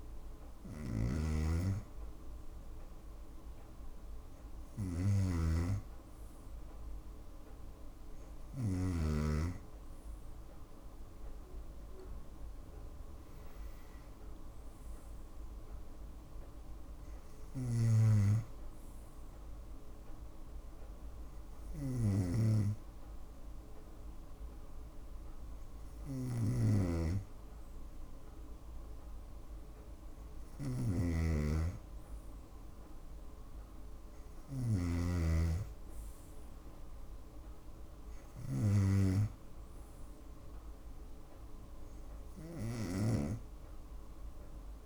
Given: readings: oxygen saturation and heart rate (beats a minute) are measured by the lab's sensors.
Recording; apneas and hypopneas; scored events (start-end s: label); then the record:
breathing in sleep by a room microphone; none
0.00-8.50 s: snoring (device-marked)
26.00-34.50 s: snoring (device-marked)
From the record:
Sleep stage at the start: N2 (light sleep); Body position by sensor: on the right side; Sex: female